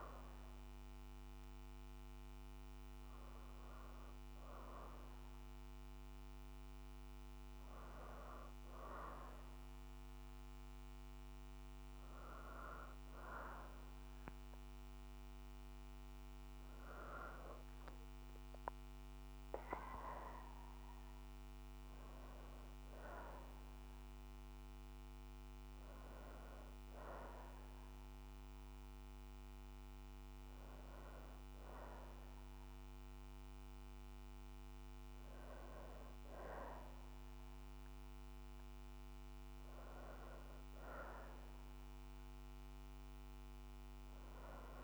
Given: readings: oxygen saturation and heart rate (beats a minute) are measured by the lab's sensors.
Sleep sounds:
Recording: breathing in sleep by a microphone on the trachea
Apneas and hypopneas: none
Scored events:
0.00-1.50 s: oxygen desaturation (device-marked, oxygen 91% lowest, heart rate 60 extreme)
32.50-44.84 s: new sleep stage, N2 (light sleep)
From the record:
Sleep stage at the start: N1 (lightest sleep)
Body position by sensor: on the back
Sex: female

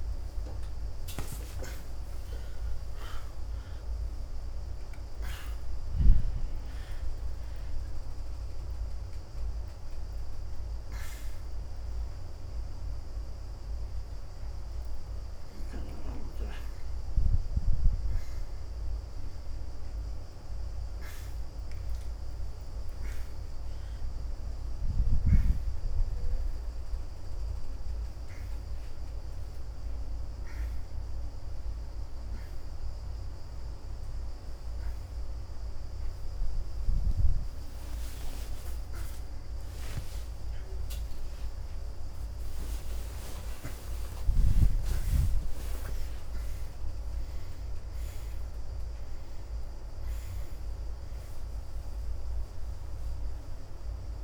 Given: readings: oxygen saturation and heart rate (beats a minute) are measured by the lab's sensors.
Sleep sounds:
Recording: a person awake in a sleep study, by a room microphone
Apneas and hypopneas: none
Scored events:
none scored
From the record:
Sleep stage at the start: awake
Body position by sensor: on the right side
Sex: female

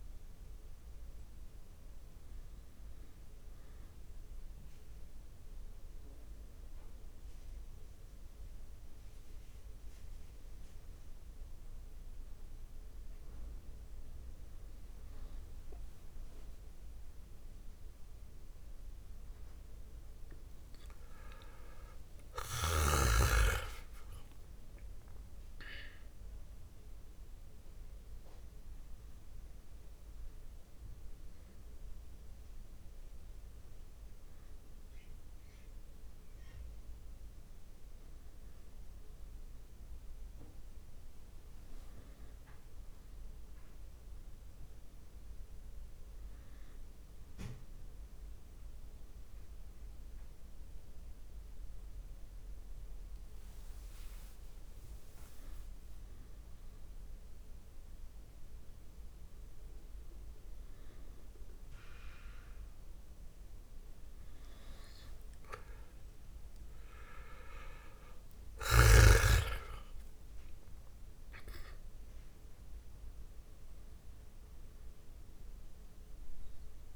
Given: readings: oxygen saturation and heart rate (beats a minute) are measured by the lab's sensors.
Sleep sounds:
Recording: a person awake in a sleep study, by a room microphone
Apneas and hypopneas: none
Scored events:
16.50-20.00 s: arousal
42.50-46.50 s: arousal
65.00-70.00 s: arousal
74.00-76.00 s: long interval between heartbeats (device-marked)
From the record:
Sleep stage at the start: awake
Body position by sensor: on the back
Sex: male

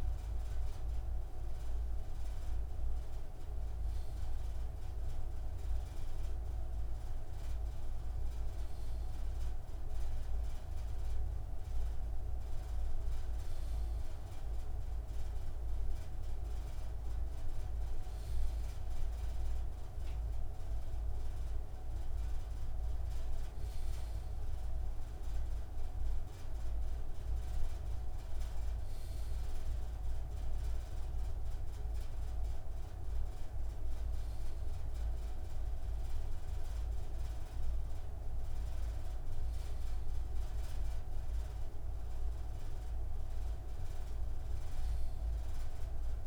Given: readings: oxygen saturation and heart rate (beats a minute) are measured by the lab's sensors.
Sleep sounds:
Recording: breathing in sleep, hard to hear, by a room microphone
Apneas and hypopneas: none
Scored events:
none scored
From the record:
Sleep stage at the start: N2 (light sleep)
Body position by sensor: on the left side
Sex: male

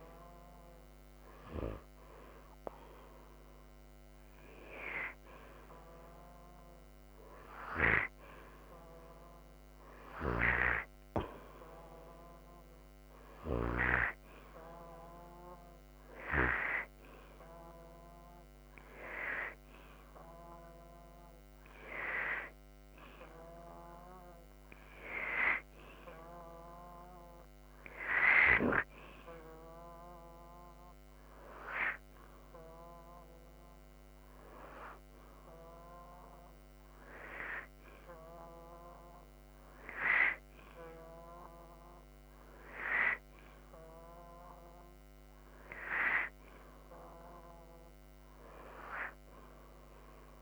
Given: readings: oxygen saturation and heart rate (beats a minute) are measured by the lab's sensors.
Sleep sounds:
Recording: breathing in sleep by a microphone on the trachea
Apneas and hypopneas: none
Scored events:
none scored
From the record:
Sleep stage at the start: N2 (light sleep)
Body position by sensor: upright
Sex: male

